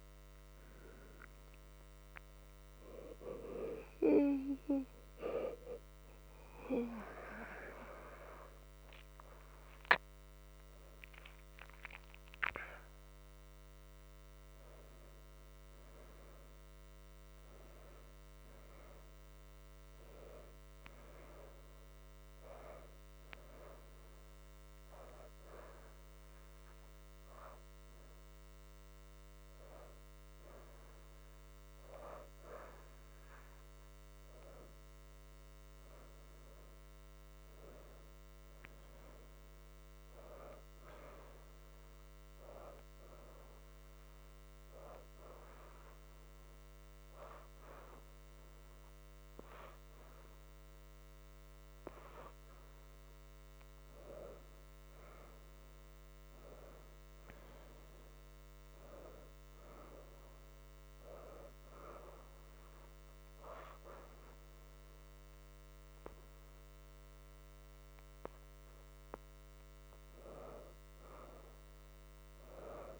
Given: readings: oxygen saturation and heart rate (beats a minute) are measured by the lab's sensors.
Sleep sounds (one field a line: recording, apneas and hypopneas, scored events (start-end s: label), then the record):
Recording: breathing in sleep by a microphone on the trachea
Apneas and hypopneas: 1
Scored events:
1.00-10.00 s: oxygen desaturation (device-marked, oxygen 87% before, 77% lowest, heart rate 80 before, 75 extreme)
24.00-40.00 s: oxygen desaturation (device-marked, oxygen 90% before, 82% lowest, heart rate 79 before, 75 extreme)
40.00-43.50 s: arousal
42.00-56.00 s: oxygen desaturation (device-marked, oxygen 87% before, 81% lowest, heart rate 78 before, 75 extreme)
45.00-55.00 s: hypopnea (oxygen 90% before, 72% lowest, heart rate 78 before, 75 extreme, up 4 after)
57.50-61.00 s: arousal
60.00-73.00 s: new sleep stage, N2 (light sleep)
67.00-73.00 s: oxygen desaturation (device-marked, oxygen 85% before, 75% lowest, heart rate 78 before, 75 extreme)
From the record:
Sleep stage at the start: N1 (lightest sleep)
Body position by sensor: on the left side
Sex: female